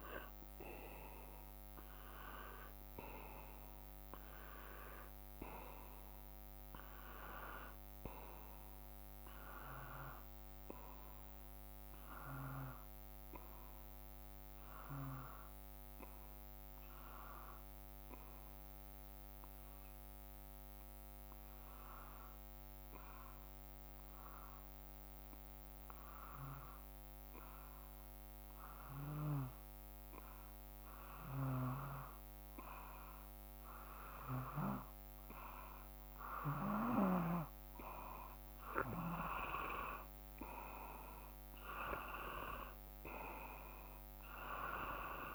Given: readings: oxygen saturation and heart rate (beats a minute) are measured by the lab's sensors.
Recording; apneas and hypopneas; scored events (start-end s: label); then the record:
breathing in sleep by a microphone on the trachea; 1
0.00-3.00 s: arousal
3.00-5.00 s: long interval between heartbeats (device-marked, heart rate 57 before, 69 extreme)
16.50-35.50 s: obstructive apnea (oxygen 94% before, 91% lowest, heart rate 60 before, 54 extreme, up 3 after)
32.50-45.35 s: oxygen desaturation (device-marked, oxygen 95% before, 91% lowest, heart rate 54 before, 54 extreme)
35.50-45.35 s: drop in pulse transit time (device-marked, heart rate 55 before, 56 extreme)
38.00-41.50 s: arousal
From the record:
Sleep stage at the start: N2 (light sleep); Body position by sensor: on the back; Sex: male